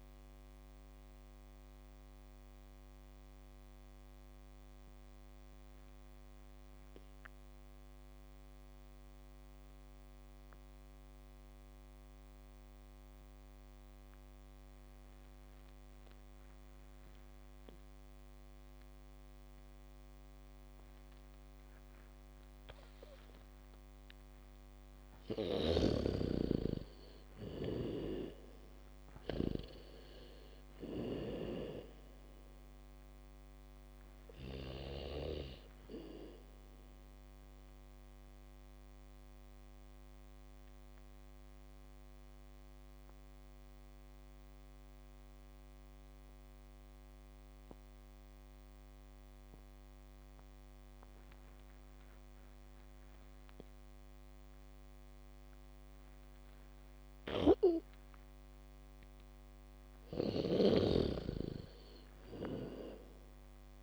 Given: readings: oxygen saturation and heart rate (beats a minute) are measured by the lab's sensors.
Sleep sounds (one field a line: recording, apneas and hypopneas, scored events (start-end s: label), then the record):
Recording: breathing in sleep by a microphone on the trachea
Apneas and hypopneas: 2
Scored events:
0.00-9.50 s: oxygen desaturation (device-marked, oxygen 86% lowest, heart rate 36 extreme)
1.00-24.00 s: mixed apnea (oxygen 99% before, 85% lowest, heart rate 53 before, 36 extreme, up 0 after)
24.50-32.50 s: bradycardia (device-marked, heart rate 76 before, 36 extreme)
24.50-47.50 s: oxygen desaturation (device-marked, oxygen 99% before, 85% lowest, heart rate 70 before, 36 extreme)
25.50-30.00 s: arousal
36.00-59.00 s: mixed apnea (oxygen 99% before, 85% lowest, heart rate 57 before, 43 extreme)
59.50-63.83 s: bradycardia (device-marked, heart rate 75 before, 46 extreme)
62.00-63.83 s: arousal
From the record:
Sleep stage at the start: N2 (light sleep)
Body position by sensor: on the back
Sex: female